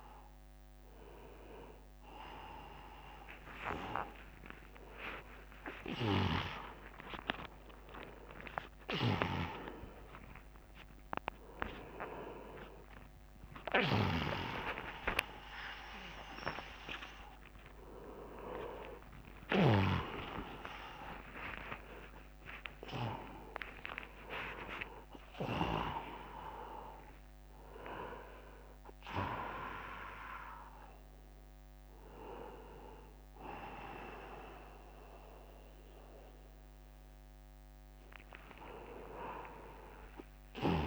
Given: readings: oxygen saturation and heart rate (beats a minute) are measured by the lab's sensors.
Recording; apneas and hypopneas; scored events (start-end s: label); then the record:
a person awake in a sleep study, by a microphone on the trachea; none
0.00-8.00 s: oxygen desaturation (device-marked, oxygen 83% lowest, heart rate 73 extreme)
8.50-10.50 s: long interval between heartbeats (device-marked, heart rate 91 before, 74 extreme)
12.00-18.00 s: tachycardia (device-marked, heart rate 80 before, 108 extreme)
14.50-16.50 s: long interval between heartbeats (device-marked, heart rate 84 before, 93 extreme)
21.00-23.00 s: long interval between heartbeats (device-marked, heart rate 90 before, 87 extreme)
26.00-40.87 s: new sleep stage, N1 (lightest sleep)
38.00-40.00 s: long interval between heartbeats (device-marked, heart rate 83 before, 77 extreme)
From the record:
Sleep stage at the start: awake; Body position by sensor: on the right side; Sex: male